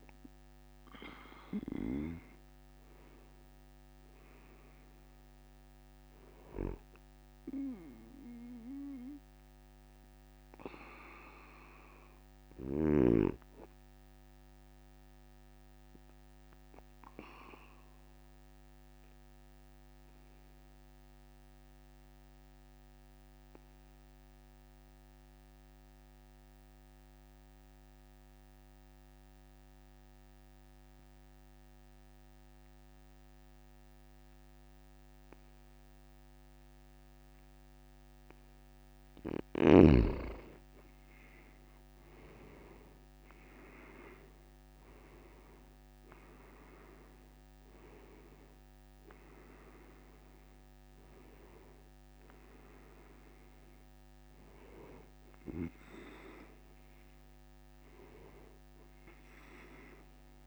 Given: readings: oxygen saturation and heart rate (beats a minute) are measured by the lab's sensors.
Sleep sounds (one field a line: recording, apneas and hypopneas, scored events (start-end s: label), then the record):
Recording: breathing in sleep by a microphone on the trachea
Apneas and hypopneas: 1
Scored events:
4.50-7.50 s: arousal
9.50-38.00 s: obstructive apnea (oxygen 97% before, 89% lowest)
37.50-52.50 s: oxygen desaturation (device-marked, oxygen 96% before, 92% lowest)
40.00-43.50 s: arousal
From the record:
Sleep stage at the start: N2 (light sleep)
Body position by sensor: on the back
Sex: male